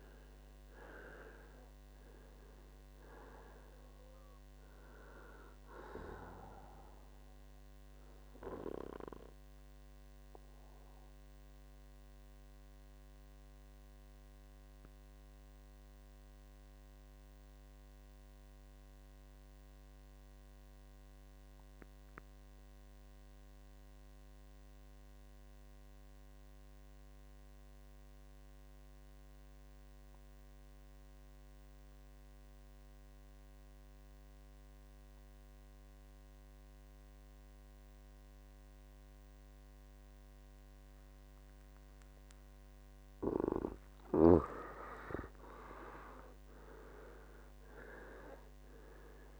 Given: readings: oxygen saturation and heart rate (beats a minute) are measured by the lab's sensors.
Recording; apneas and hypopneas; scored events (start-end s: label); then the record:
breathing in sleep by a microphone on the trachea; 1
0.00-1.00 s: arousal
0.00-24.00 s: oxygen desaturation (device-marked, oxygen 92% lowest, heart rate 58 extreme)
8.50-44.50 s: mixed apnea (oxygen 98% before, 91% lowest, heart rate 73 before, 58 extreme, up 19 after)
44.00-49.40 s: oxygen desaturation (device-marked, oxygen 98% before, 91% lowest, heart rate 61 before, 56 extreme)
45.50-49.40 s: arousal
From the record:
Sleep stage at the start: N2 (light sleep); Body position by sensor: on the right side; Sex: male